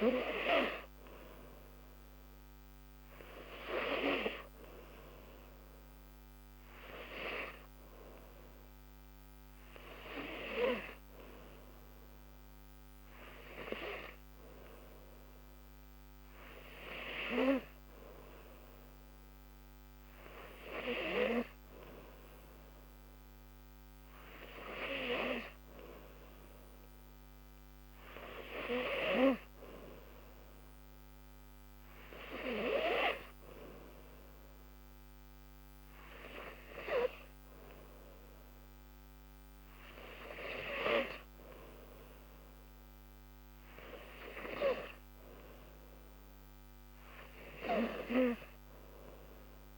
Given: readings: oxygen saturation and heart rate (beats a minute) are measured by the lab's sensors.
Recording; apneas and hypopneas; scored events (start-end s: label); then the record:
breathing in sleep by a microphone on the trachea; none
none scored
From the record:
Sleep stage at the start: N3 (deep sleep); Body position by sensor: on the back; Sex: female